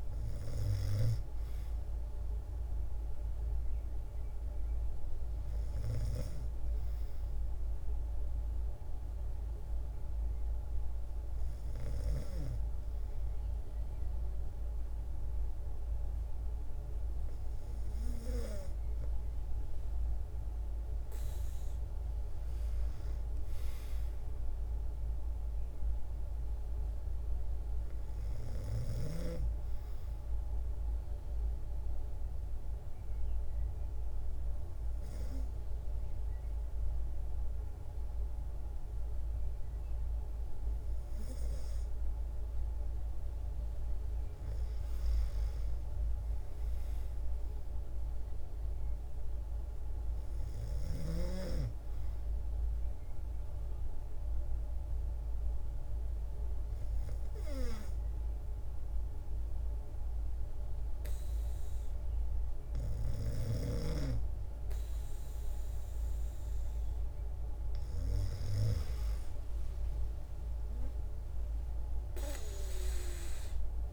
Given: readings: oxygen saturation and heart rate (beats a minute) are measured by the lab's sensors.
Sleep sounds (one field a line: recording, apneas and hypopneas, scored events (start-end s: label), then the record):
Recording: breathing in sleep by a room microphone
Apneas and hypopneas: 3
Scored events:
6.00-18.00 s: hypopnea (oxygen 96% before, 94% lowest, heart rate 155 before, 28 extreme, up 17 after)
21.00-25.00 s: arousal
29.00-41.50 s: obstructive apnea (oxygen 96% before, 93% lowest, heart rate 66 before, 58 extreme, up 6 after)
46.50-50.00 s: arousal
52.00-64.50 s: obstructive apnea (oxygen 96% before, 92% lowest, heart rate 109 before, 46 extreme)
62.00-67.50 s: snoring (device-marked)
67.50-71.50 s: arousal
From the record:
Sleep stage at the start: N2 (light sleep)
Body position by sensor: on the back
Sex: female